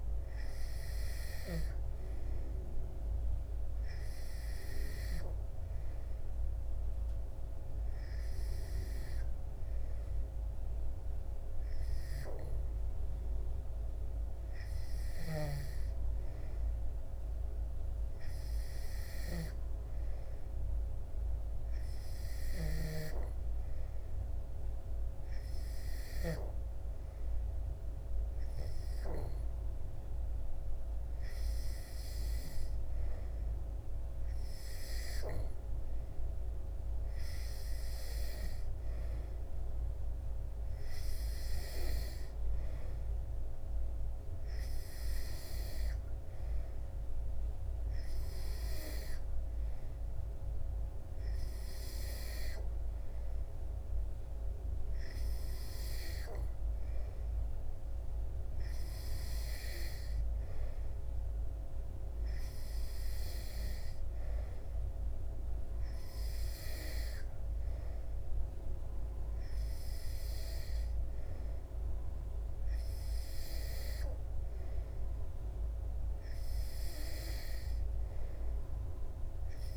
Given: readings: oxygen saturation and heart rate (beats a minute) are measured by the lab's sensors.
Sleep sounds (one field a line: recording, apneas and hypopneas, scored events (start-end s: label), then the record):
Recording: breathing in sleep by a room microphone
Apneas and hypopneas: none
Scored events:
none scored
From the record:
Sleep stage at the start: N2 (light sleep)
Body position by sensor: on the back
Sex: male